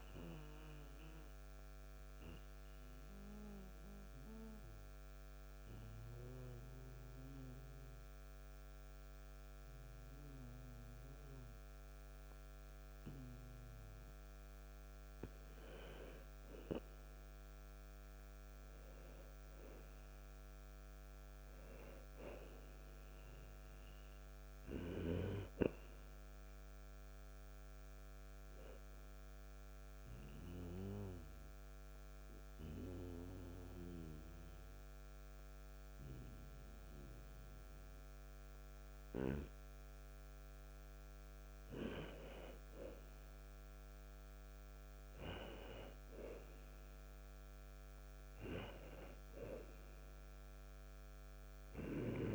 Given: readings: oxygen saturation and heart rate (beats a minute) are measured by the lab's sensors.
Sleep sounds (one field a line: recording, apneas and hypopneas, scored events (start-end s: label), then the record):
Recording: breathing in sleep by a microphone on the trachea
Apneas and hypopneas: 2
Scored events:
2.00-4.00 s: long interval between heartbeats (device-marked, heart rate 60 before, 68 extreme)
2.00-15.50 s: central apnea (oxygen 97% before, 92% lowest, heart rate 60 before, 59 extreme, up 2 after)
7.00-52.35 s: new sleep stage, N2 (light sleep)
17.50-21.50 s: arousal
29.50-41.00 s: obstructive apnea (oxygen 97% before, 92% lowest, heart rate 61 before, 58 extreme)
43.00-47.00 s: arousal
From the record:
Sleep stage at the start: N1 (lightest sleep)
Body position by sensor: on the back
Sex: male